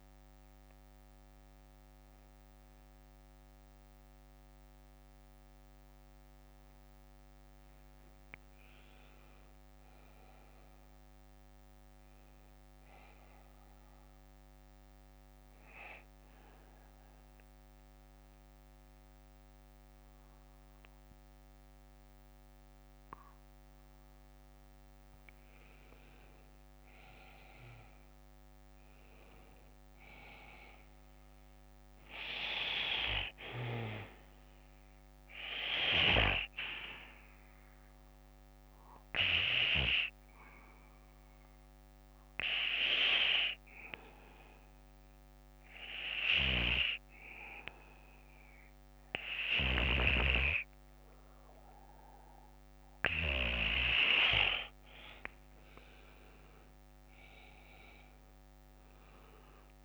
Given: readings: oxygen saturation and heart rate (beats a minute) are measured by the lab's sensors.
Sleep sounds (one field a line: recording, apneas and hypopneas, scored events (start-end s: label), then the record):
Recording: breathing in sleep by a microphone on the trachea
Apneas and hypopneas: 2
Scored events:
0.00-7.00 s: bradycardia (device-marked, heart rate 51 extreme)
0.00-10.00 s: oxygen desaturation (device-marked, oxygen 93% lowest, heart rate 54 extreme)
10.00-12.00 s: bradycardia (device-marked, heart rate 61 before, 60 extreme)
14.00-24.00 s: bradycardia (device-marked, heart rate 61 before, 56 extreme)
14.50-25.50 s: obstructive apnea (oxygen 97% before, 91% lowest, heart rate 59 before, 57 extreme, up 12 after)
28.00-31.00 s: arousal
32.00-41.00 s: bradycardia (device-marked, heart rate 61 before, 57 extreme)
35.50-54.00 s: obstructive apnea (oxygen 98% before, 91% lowest, heart rate 61 before, 51 extreme, up 11 after)
45.00-48.00 s: bradycardia (device-marked, heart rate 61 before, 60 extreme)
46.00-56.00 s: oxygen desaturation (device-marked, oxygen 96% before, 93% lowest, heart rate 61 before, 51 extreme)
57.00-59.85 s: arousal
From the record:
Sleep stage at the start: N2 (light sleep)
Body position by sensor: on the back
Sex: male